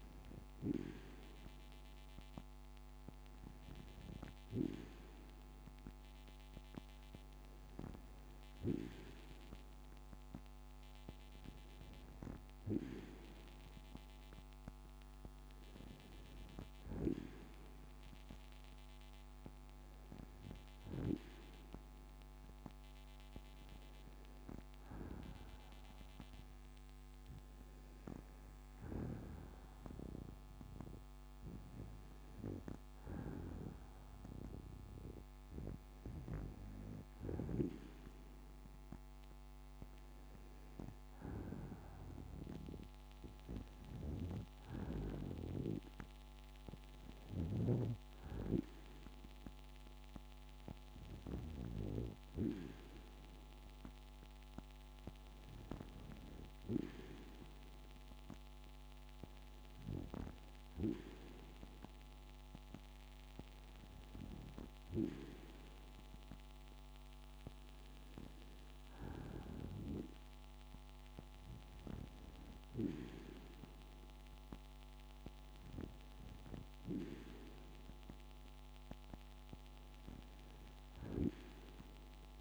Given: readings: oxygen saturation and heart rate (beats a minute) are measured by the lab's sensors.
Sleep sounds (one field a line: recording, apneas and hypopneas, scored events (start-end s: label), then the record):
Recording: breathing in sleep by a microphone on the trachea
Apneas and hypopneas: none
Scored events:
none scored
From the record:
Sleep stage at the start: N2 (light sleep)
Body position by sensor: on the back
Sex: female